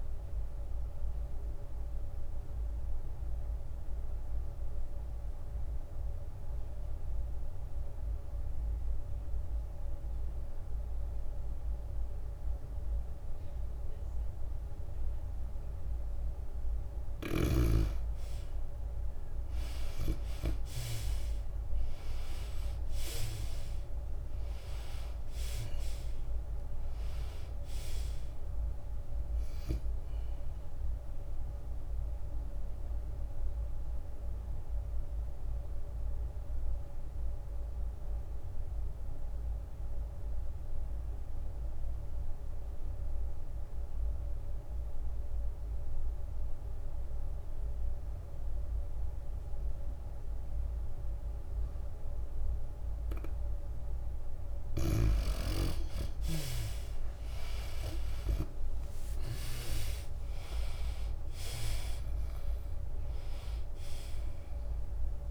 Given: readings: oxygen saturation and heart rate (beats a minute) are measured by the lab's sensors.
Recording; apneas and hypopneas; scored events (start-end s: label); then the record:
breathing in sleep by a room microphone; 2
0.00-7.00 s: drop in pulse transit time (device-marked, heart rate 96 extreme)
0.00-18.00 s: oxygen desaturation (device-marked, oxygen 74% lowest, heart rate 90 extreme)
0.50-17.00 s: obstructive apnea (oxygen 96% before, 74% lowest, heart rate 95 before, 90 extreme, up 9 after)
19.00-23.50 s: arousal
20.00-44.00 s: oxygen desaturation (device-marked, oxygen 97% before, 81% lowest, heart rate 94 before, 88 extreme)
25.00-27.00 s: tachycardia (device-marked, heart rate 93 before, 99 extreme)
25.00-41.00 s: drop in pulse transit time (device-marked, heart rate 93 before, 97 extreme)
28.00-31.00 s: tachycardia (device-marked, heart rate 93 before, 103 extreme)
33.50-54.50 s: obstructive apnea (oxygen 97% before, 75% lowest, heart rate 95 before, 88 extreme, up 31 after)
51.00-53.00 s: long interval between heartbeats (device-marked, heart rate 96 before, 97 extreme)
56.00-65.31 s: oxygen desaturation (device-marked, oxygen 97% before, 75% lowest, heart rate 95 before, 94 extreme)
59.00-65.31 s: tachycardia (device-marked, heart rate 94 before, 121 extreme)
61.00-65.31 s: arousal
61.00-65.31 s: drop in pulse transit time (device-marked, heart rate 94 before, 97 extreme)
From the record:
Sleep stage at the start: N2 (light sleep); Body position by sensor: on the back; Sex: female